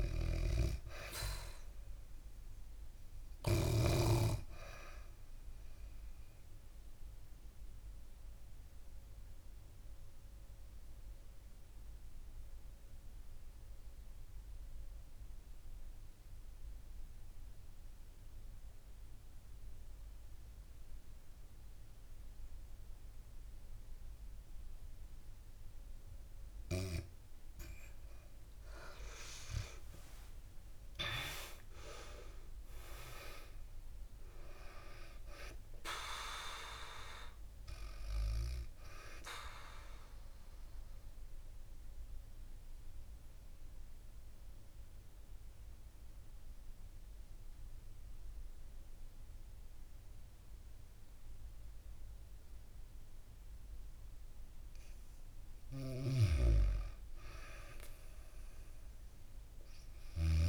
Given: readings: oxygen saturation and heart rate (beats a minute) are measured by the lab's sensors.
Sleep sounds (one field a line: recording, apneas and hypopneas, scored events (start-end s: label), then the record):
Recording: breathing in sleep by a room microphone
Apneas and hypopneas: 2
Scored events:
0.00-3.50 s: snoring (device-marked)
4.50-29.00 s: obstructive apnea (oxygen 97% before, 88% lowest, heart rate 71 before, 66 extreme, up 12 after)
23.50-51.50 s: oxygen desaturation (device-marked, oxygen 97% before, 88% lowest, heart rate 70 before, 66 extreme)
29.50-34.00 s: arousal
39.50-55.50 s: mixed apnea (oxygen 97% before, 88% lowest, heart rate 75 before, 66 extreme, up 3 after)
55.50-60.00 s: snoring (device-marked)
57.50-60.49 s: arousal
From the record:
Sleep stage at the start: N2 (light sleep)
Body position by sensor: on the back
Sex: female